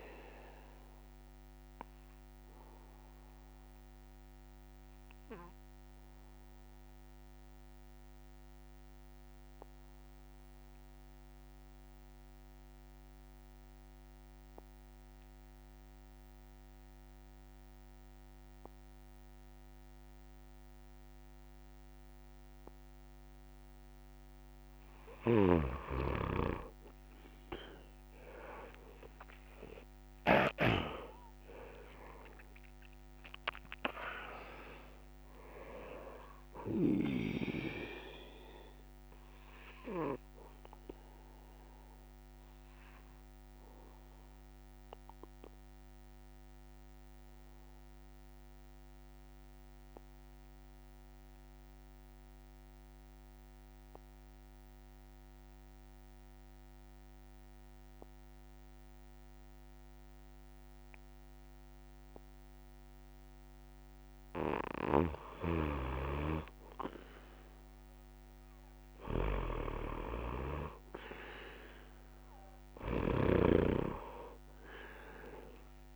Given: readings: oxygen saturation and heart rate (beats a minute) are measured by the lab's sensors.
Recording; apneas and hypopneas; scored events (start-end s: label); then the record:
breathing in sleep by a microphone on the trachea; 2
0.00-17.50 s: oxygen desaturation (device-marked, oxygen 94% lowest)
3.00-25.00 s: obstructive apnea (oxygen 99% before, 94% lowest)
25.00-30.50 s: snoring (device-marked)
32.50-59.50 s: oxygen desaturation (device-marked, oxygen 99% before, 94% lowest)
40.00-64.50 s: obstructive apnea (oxygen 100% before, 94% lowest)
64.50-73.00 s: snoring (device-marked)
71.50-75.96 s: oxygen desaturation (device-marked, oxygen 100% before, 94% lowest)
From the record:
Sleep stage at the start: N1 (lightest sleep); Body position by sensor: on the back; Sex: male